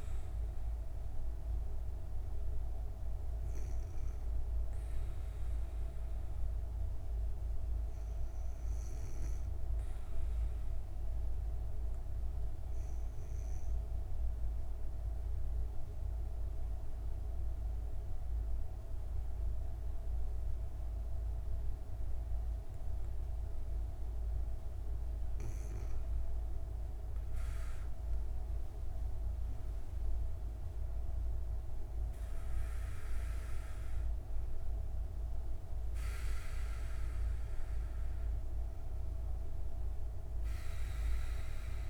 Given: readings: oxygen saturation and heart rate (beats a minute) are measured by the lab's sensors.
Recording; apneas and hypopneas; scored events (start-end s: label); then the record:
breathing in sleep, hard to hear, by a room microphone; 1
12.50-24.00 s: obstructive apnea (oxygen 97% before, 95% lowest, heart rate 79 before, 57 extreme, up 25 after)
27.00-31.00 s: arousal
From the record:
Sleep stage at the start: N2 (light sleep); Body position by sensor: on the back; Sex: female